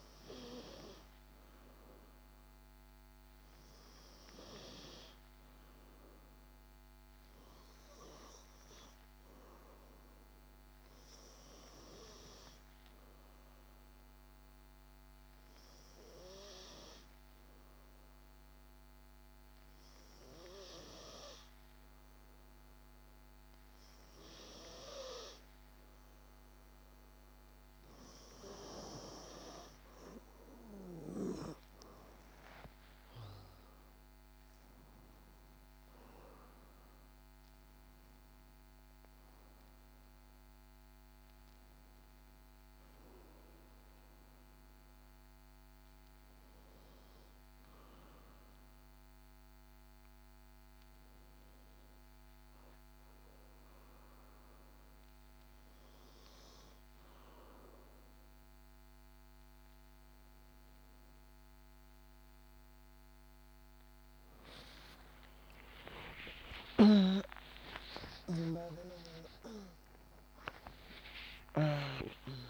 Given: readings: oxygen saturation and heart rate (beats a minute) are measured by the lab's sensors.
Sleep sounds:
breathing in sleep by a microphone on the trachea; 1
0.00-13.50 s: oxygen desaturation (device-marked, oxygen 92% lowest, heart rate 52 extreme)
5.50-7.50 s: long interval between heartbeats (device-marked, heart rate 59 before, 60 extreme)
10.00-27.00 s: obstructive apnea (oxygen 96% before, 91% lowest, heart rate 60 before, 52 extreme, up 13 after)
32.50-36.50 s: arousal
59.50-72.50 s: new sleep stage, awake
65.50-72.50 s: tachycardia (device-marked, heart rate 59 before, 152 extreme)
From the record:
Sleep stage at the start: N2 (light sleep); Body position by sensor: on the back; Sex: female

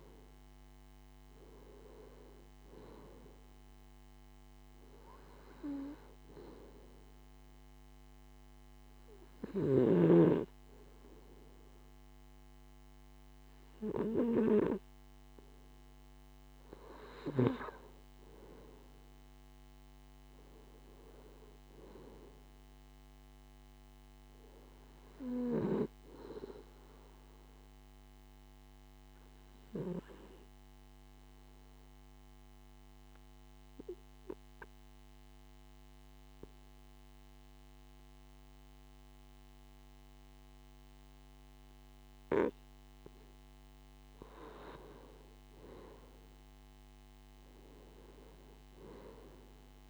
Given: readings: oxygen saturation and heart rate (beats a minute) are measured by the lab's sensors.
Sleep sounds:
breathing in sleep by a microphone on the trachea; 2
7.00-18.00 s: obstructive apnea (oxygen 95% before, 92% lowest)
20.50-24.00 s: arousal
30.50-43.50 s: obstructive apnea (oxygen 96% before, 92% lowest)
From the record:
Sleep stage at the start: N2 (light sleep); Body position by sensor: on the left side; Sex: male

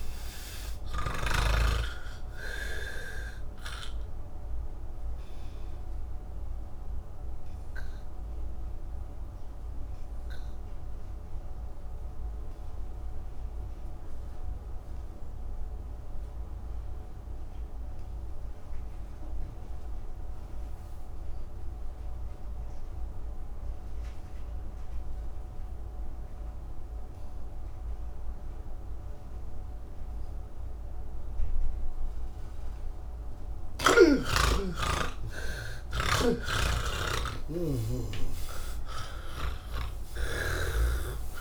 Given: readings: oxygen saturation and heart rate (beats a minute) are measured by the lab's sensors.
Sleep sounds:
breathing in sleep by a room microphone; 1
0.00-2.00 s: snoring (device-marked)
0.00-19.00 s: oxygen desaturation (device-marked, oxygen 81% lowest, heart rate 27 extreme)
7.00-31.50 s: obstructive apnea (oxygen 98% before, 79% lowest, heart rate 116 before, 71 extreme, up 20 after)
21.00-41.41 s: oxygen desaturation (device-marked, oxygen 98% before, 79% lowest, heart rate 114 before, 30 extreme)
36.50-41.41 s: snoring (device-marked)
From the record:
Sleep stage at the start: N3 (deep sleep); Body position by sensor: on the back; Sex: male

